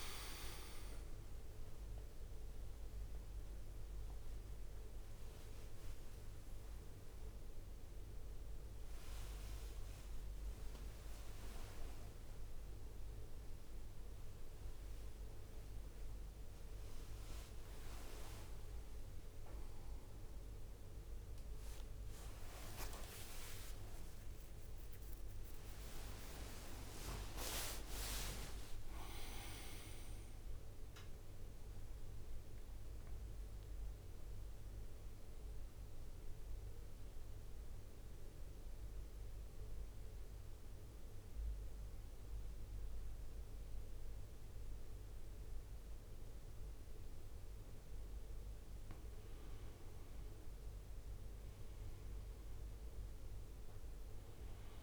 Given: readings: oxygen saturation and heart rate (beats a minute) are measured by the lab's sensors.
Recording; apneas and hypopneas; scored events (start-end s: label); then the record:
a person awake in a sleep study, by a room microphone; none
1.50-14.50 s: drop in pulse transit time (device-marked, heart rate 77 before, 69 extreme)
44.50-54.83 s: new sleep stage, N1 (lightest sleep)
52.50-54.83 s: oxygen desaturation (device-marked, oxygen 97% before, 91% lowest, heart rate 69 before, 66 extreme)
From the record:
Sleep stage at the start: awake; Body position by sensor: on the right side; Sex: male